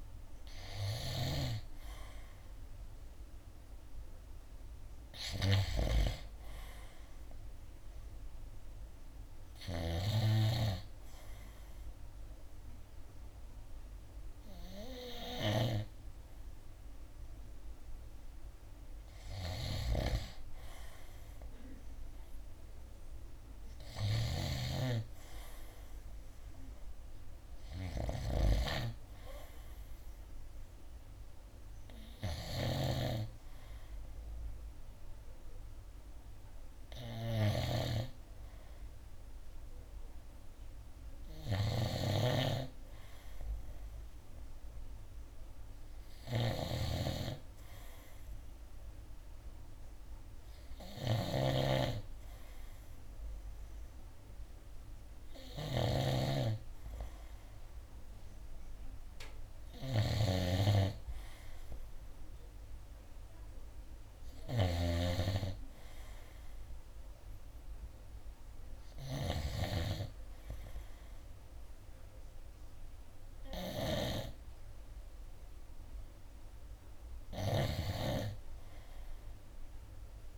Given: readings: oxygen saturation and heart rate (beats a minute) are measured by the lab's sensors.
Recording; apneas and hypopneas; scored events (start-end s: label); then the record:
breathing in sleep by a room microphone; 1
0.00-9.00 s: oxygen desaturation (device-marked, oxygen 89% lowest, heart rate 61 extreme)
1.00-16.00 s: snoring (device-marked)
9.50-20.50 s: hypopnea (oxygen 96% before, 91% lowest, heart rate 64 before, 61 extreme, up 6 after)
14.00-23.00 s: oxygen desaturation (device-marked, oxygen 96% before, 92% lowest, heart rate 63 before, 61 extreme)
23.50-27.00 s: arousal
24.00-80.38 s: snoring (device-marked)
30.00-40.00 s: oxygen desaturation (device-marked, oxygen 94% before, 91% lowest, heart rate 64 before, 61 extreme)
69.00-80.38 s: new sleep stage, N3 (deep sleep)
From the record:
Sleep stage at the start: N2 (light sleep); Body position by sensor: on the right side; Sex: male